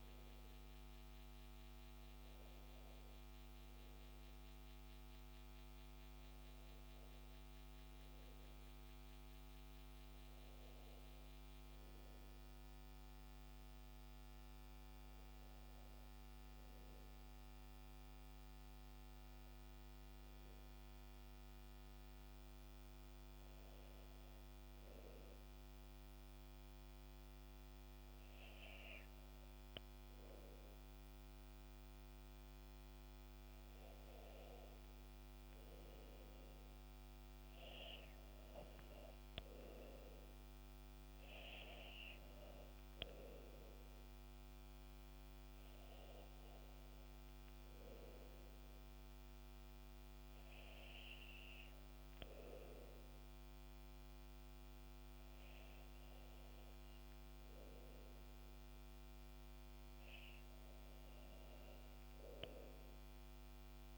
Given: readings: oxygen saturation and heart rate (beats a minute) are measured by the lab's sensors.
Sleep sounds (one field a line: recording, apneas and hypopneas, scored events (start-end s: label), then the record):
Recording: a person partly awake in a sleep study, by a microphone on the trachea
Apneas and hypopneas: 1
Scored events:
18.00-63.97 s: new sleep stage, N2 (light sleep)
24.00-35.00 s: obstructive apnea (oxygen 98% before, 96% lowest, heart rate 70 before, 64 extreme, up 5 after)
37.50-41.00 s: arousal
From the record:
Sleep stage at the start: awake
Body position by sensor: on the back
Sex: male